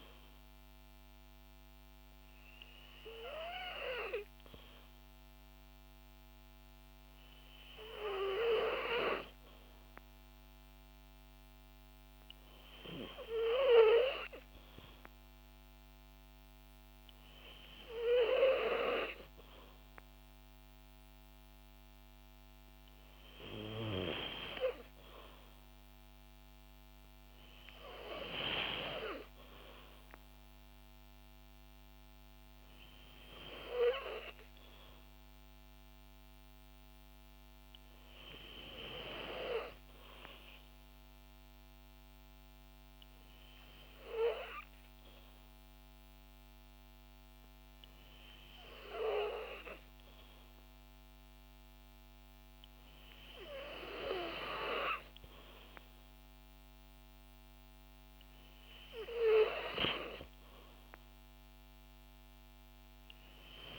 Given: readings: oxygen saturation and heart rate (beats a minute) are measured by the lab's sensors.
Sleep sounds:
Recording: breathing in sleep by a microphone on the trachea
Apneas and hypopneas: none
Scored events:
none scored
From the record:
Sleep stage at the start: N2 (light sleep)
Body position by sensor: on the back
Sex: female

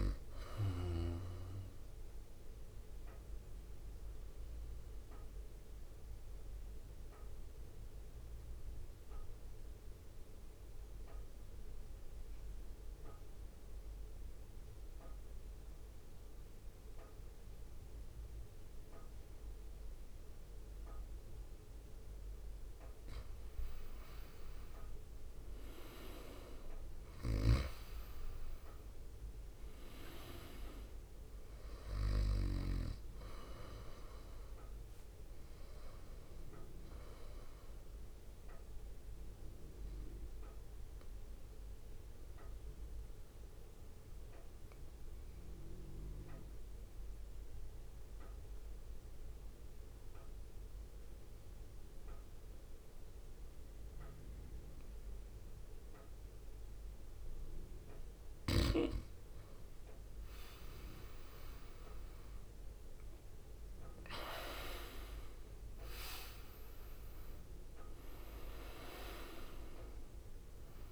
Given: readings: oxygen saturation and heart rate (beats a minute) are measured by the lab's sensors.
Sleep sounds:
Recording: breathing in sleep by a room microphone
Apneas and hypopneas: 2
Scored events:
0.00-8.50 s: drop in pulse transit time (device-marked, heart rate 58 extreme)
0.00-8.50 s: oxygen desaturation (device-marked, oxygen 91% lowest, heart rate 57 extreme)
5.00-23.00 s: central apnea (oxygen 97% before, 91% lowest, heart rate 62 before, 56 extreme, up 1 after)
26.50-30.00 s: arousal
28.50-40.50 s: drop in pulse transit time (device-marked, heart rate 61 before, 56 extreme)
37.50-58.50 s: mixed apnea (oxygen 97% before, 93% lowest, heart rate 61 before, 58 extreme, up 0 after)
62.00-65.50 s: arousal
63.50-70.92 s: drop in pulse transit time (device-marked, heart rate 64 before, 58 extreme)
From the record:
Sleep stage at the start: N2 (light sleep)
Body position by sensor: on the right side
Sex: male

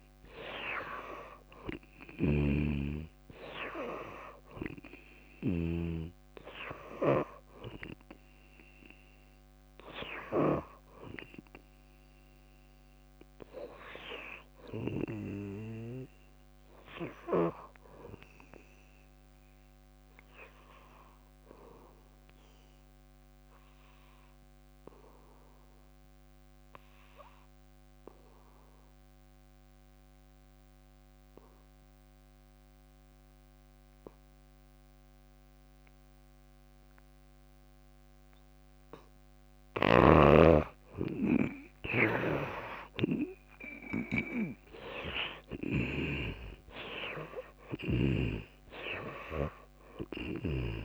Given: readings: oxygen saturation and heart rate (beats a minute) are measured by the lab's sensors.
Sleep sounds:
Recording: breathing in sleep by a microphone on the trachea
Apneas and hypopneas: 1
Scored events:
0.00-6.00 s: snoring (device-marked)
4.00-19.00 s: oxygen desaturation (device-marked, oxygen 93% before, 89% lowest, heart rate 76 before, 55 extreme)
23.00-39.00 s: obstructive apnea (oxygen 97% before, 79% lowest, heart rate 59 before, 56 extreme, up 12 after)
36.00-50.85 s: oxygen desaturation (device-marked, oxygen 97% before, 79% lowest, heart rate 58 before, 56 extreme)
39.50-50.50 s: snoring (device-marked)
43.00-47.00 s: arousal
From the record:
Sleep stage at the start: N2 (light sleep)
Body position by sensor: on the back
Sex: female

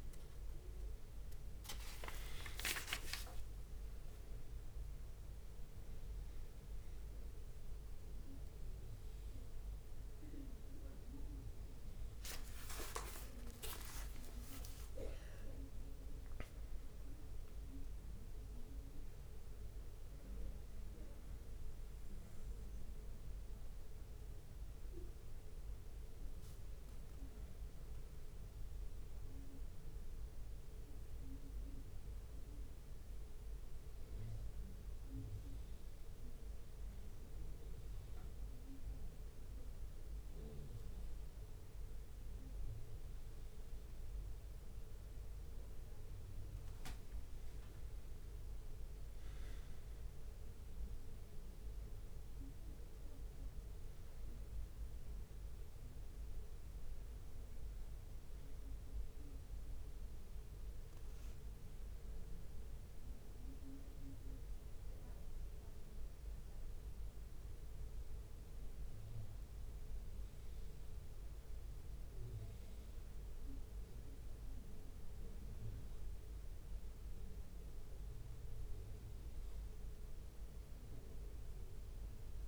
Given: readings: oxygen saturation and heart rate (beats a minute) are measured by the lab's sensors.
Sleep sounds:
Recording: a person partly awake in a sleep study, by a room microphone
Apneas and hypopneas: none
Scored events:
0.00-5.00 s: tachycardia (device-marked, heart rate 159 extreme)
0.00-6.00 s: drop in pulse transit time (device-marked, heart rate 67 extreme)
1.00-3.00 s: long interval between heartbeats (device-marked, heart rate 69 before, 122 extreme)
2.50-5.50 s: leg movement (device-marked)
3.00-5.00 s: long interval between heartbeats (device-marked, heart rate 75 before, 152 extreme)
13.00-15.00 s: long interval between heartbeats (device-marked, heart rate 95 before, 78 extreme)
13.00-16.50 s: leg movement (device-marked)
34.00-82.48 s: new sleep stage, N1 (lightest sleep)
47.00-52.50 s: leg movement (device-marked)
From the record:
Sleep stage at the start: awake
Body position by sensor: on the back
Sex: male

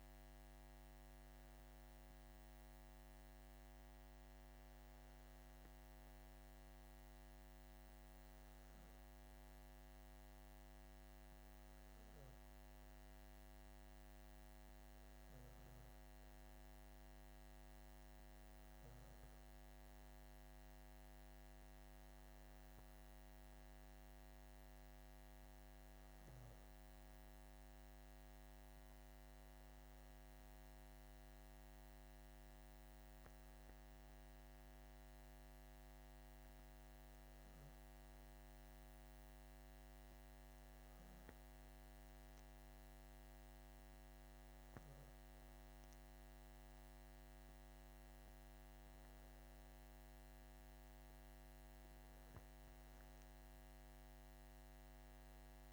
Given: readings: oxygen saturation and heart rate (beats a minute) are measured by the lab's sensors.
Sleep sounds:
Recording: breathing in sleep, hard to hear, by a microphone on the trachea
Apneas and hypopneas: none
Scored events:
none scored
From the record:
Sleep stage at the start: N2 (light sleep)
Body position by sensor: on the back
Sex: male

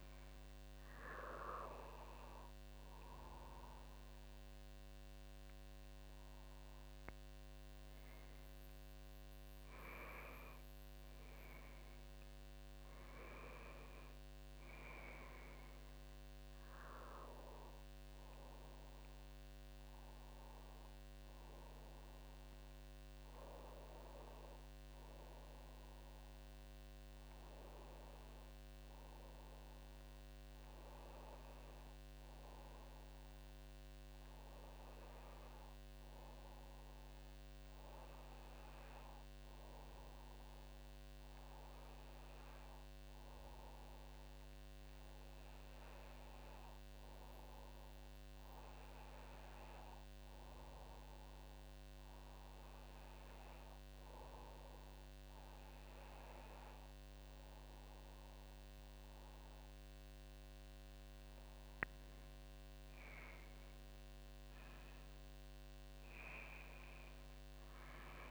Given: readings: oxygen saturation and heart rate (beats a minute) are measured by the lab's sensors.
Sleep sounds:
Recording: breathing in sleep by a microphone on the trachea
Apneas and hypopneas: none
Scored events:
none scored
From the record:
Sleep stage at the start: N2 (light sleep)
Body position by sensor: on the back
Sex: female

